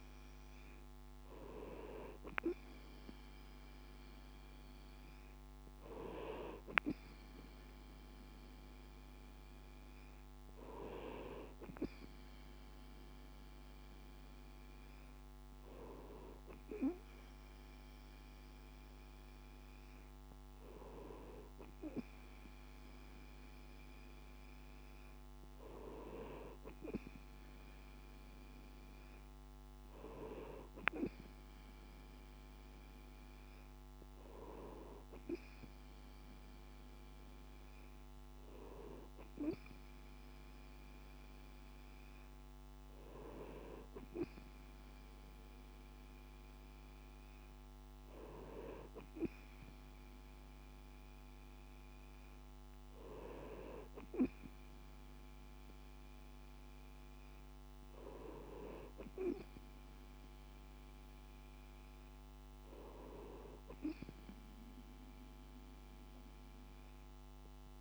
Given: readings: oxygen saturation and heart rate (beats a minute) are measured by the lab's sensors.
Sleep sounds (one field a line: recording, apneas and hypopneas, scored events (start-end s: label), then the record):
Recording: breathing in sleep by a microphone on the trachea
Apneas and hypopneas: none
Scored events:
none scored
From the record:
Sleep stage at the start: N2 (light sleep)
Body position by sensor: on the right side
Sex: male